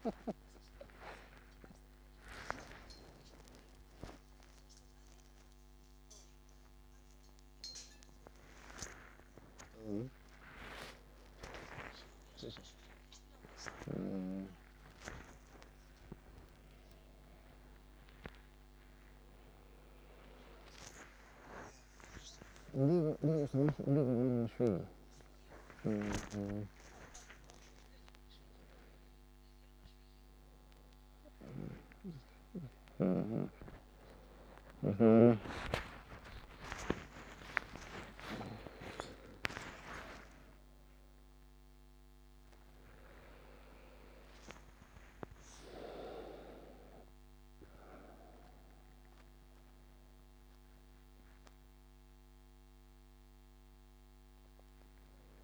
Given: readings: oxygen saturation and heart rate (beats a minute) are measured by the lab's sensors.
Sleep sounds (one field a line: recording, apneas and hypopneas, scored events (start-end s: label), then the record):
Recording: a person awake in a sleep study, by a microphone on the trachea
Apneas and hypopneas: none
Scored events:
none scored
From the record:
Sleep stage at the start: awake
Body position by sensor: on the back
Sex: male